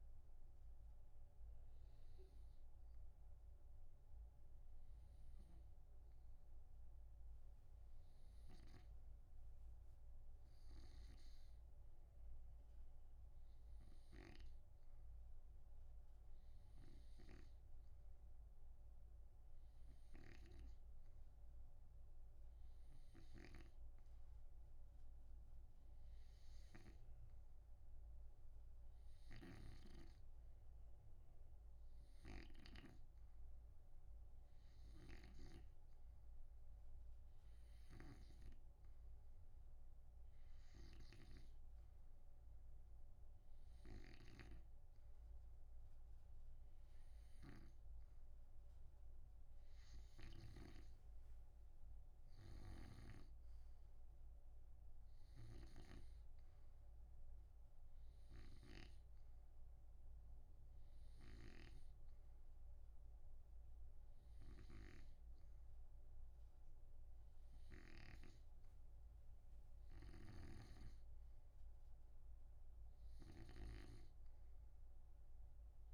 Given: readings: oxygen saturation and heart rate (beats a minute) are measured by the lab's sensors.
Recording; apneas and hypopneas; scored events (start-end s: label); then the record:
breathing in sleep by a room microphone; 1
1.00-49.00 s: hypopnea (oxygen 94% before, 91% lowest)
23.50-51.00 s: snoring (device-marked)
35.50-50.50 s: oxygen desaturation (device-marked, oxygen 97% before, 93% lowest)
51.50-56.00 s: arousal
53.00-59.50 s: snoring (device-marked)
70.50-75.94 s: snoring (device-marked)
From the record:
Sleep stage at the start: N2 (light sleep); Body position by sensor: on the right side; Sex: male